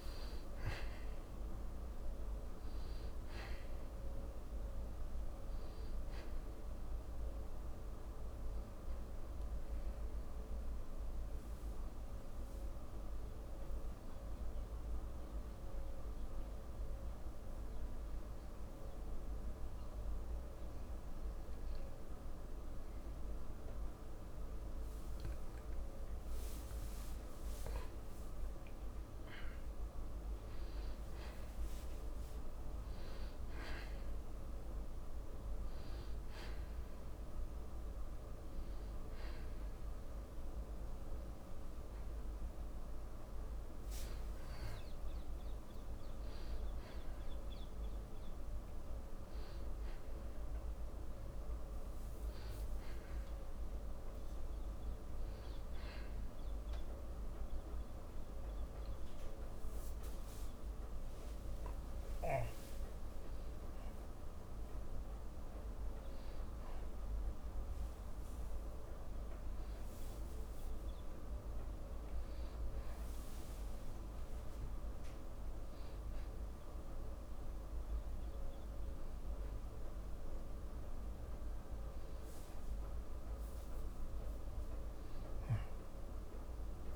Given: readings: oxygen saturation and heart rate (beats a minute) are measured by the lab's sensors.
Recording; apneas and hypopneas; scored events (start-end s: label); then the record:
a person partly awake in a sleep study, hard to hear, by a room microphone; 1
0.00-20.00 s: oxygen desaturation (device-marked, oxygen 93% lowest, heart rate 45 extreme)
16.00-26.50 s: mixed apnea (oxygen 97% before, 94% lowest, heart rate 99 before, 45 extreme, up 20 after)
31.00-61.00 s: new sleep stage, awake
34.00-52.00 s: oxygen desaturation (device-marked, oxygen 98% before, 94% lowest, heart rate 74 before, 36 extreme)
61.00-86.96 s: new sleep stage, N1 (lightest sleep)
From the record:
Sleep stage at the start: N2 (light sleep); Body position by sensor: on the back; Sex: male